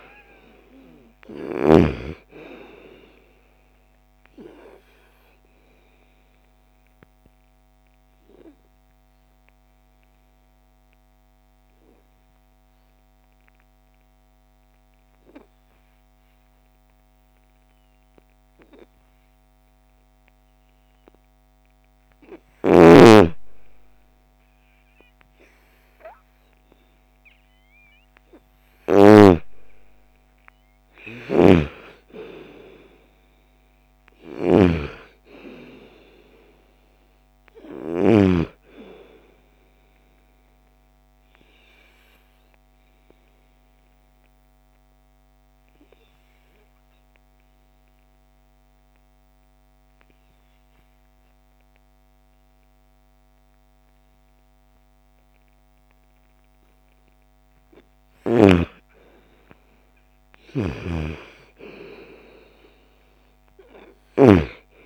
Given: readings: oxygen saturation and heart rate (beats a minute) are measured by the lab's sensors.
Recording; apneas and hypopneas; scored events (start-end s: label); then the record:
breathing in sleep by a microphone on the trachea; 2
0.00-1.00 s: snoring (device-marked)
0.00-14.50 s: oxygen desaturation (device-marked, oxygen 84% lowest, heart rate 58 extreme)
3.50-20.00 s: obstructive apnea (oxygen 99% before, 84% lowest, heart rate 63 before, 58 extreme, up 2 after)
22.50-26.00 s: arousal
24.50-50.50 s: oxygen desaturation (device-marked, oxygen 98% before, 89% lowest, heart rate 63 before, 49 extreme)
30.50-37.50 s: snoring (device-marked)
40.00-56.50 s: obstructive apnea (oxygen 98% before, 90% lowest, heart rate 66 before, 49 extreme, up 13 after)
58.50-62.00 s: arousal
60.00-63.50 s: snoring (device-marked)
From the record:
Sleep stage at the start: N2 (light sleep); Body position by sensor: on the right side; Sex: female